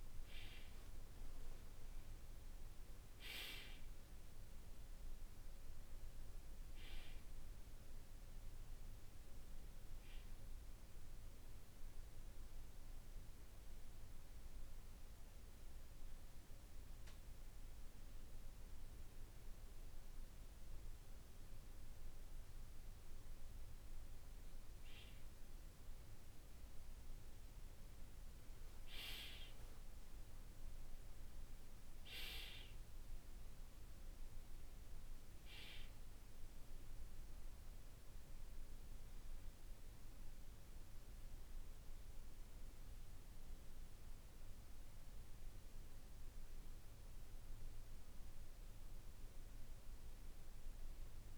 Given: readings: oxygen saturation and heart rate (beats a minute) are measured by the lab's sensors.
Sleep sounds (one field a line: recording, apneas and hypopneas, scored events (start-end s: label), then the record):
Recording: breathing in sleep, hard to hear, by a room microphone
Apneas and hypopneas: none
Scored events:
none scored
From the record:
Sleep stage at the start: N2 (light sleep)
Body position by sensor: on the back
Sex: male